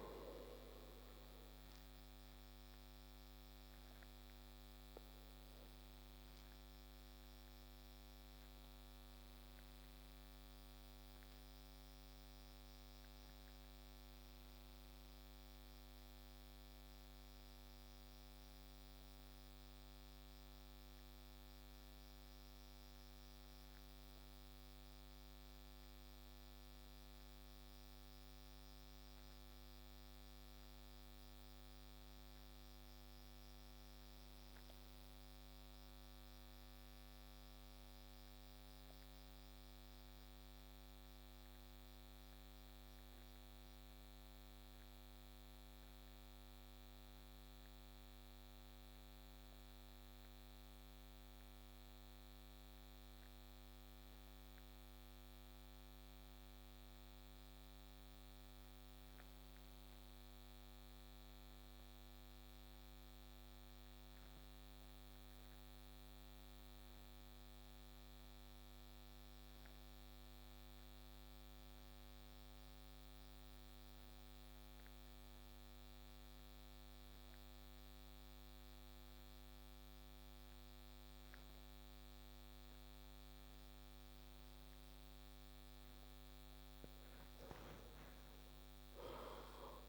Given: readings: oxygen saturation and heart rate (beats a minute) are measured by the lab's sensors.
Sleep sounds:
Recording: breathing in sleep, hard to hear, by a microphone on the trachea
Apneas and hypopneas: 1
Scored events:
0.00-24.00 s: oxygen desaturation (device-marked, oxygen 84% lowest)
4.00-85.50 s: obstructive apnea (oxygen 94% before, 77% lowest)
31.00-89.89 s: new sleep stage, REM sleep
64.00-89.89 s: oxygen desaturation (device-marked, oxygen 95% before, 77% lowest)
87.50-89.89 s: arousal
From the record:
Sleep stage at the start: N2 (light sleep)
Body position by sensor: on the back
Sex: male

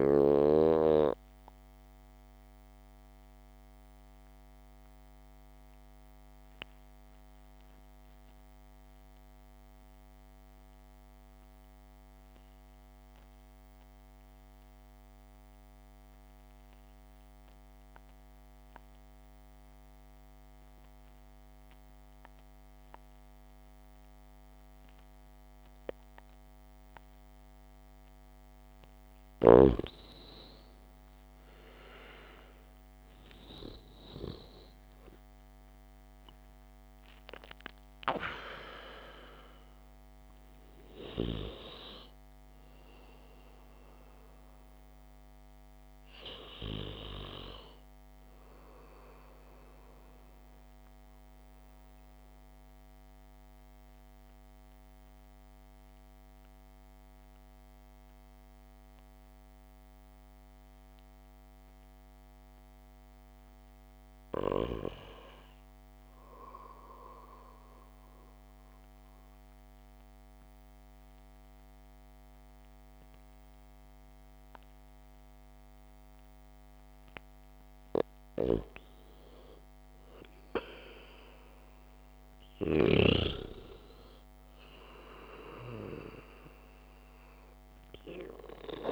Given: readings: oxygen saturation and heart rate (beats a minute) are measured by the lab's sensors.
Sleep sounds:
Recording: breathing in sleep by a microphone on the trachea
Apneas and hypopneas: 3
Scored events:
2.00-29.00 s: mixed apnea (oxygen 98% before, 93% lowest, heart rate 68 before, 56 extreme, up 6 after)
30.50-34.50 s: arousal
50.00-62.00 s: oxygen desaturation (device-marked, oxygen 100% before, 93% lowest, heart rate 64 before, 66 extreme)
51.00-61.00 s: obstructive apnea (oxygen 100% before, 93% lowest, heart rate 64 before, 66 extreme, up 4 after)
63.00-66.50 s: arousal
69.00-79.00 s: obstructive apnea (oxygen 100% before, 95% lowest, heart rate 67 before, 64 extreme, up 4 after)
81.00-84.00 s: arousal
82.00-88.92 s: oxygen desaturation (device-marked, oxygen 99% before, 96% lowest, heart rate 68 before, 63 extreme)
From the record:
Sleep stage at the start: REM sleep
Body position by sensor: on the back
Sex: male

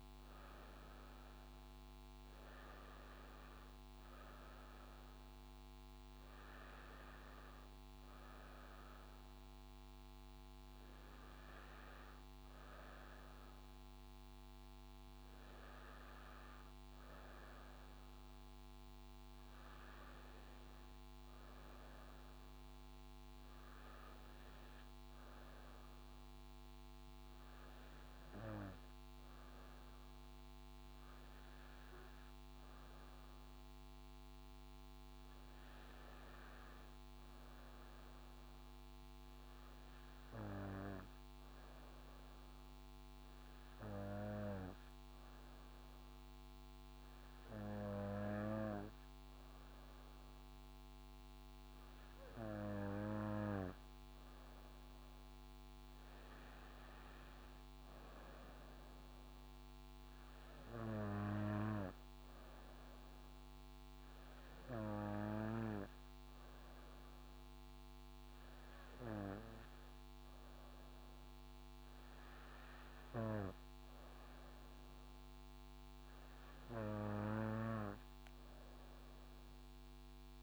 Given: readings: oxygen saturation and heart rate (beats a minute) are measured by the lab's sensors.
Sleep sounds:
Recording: breathing in sleep by a microphone on the trachea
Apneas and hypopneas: none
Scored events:
11.00-80.43 s: new sleep stage, N2 (light sleep)
72.00-75.50 s: arousal
From the record:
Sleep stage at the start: N1 (lightest sleep)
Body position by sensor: on the back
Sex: female

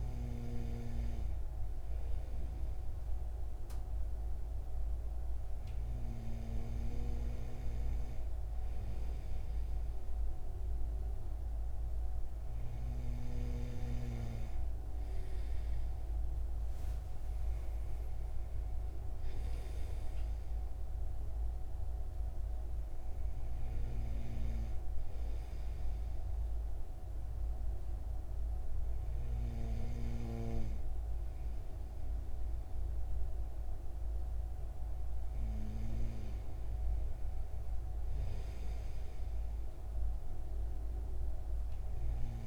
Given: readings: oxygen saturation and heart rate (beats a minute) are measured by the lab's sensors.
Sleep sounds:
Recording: breathing in sleep by a room microphone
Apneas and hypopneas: none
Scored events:
none scored
From the record:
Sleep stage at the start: N2 (light sleep)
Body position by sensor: on the right side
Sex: male

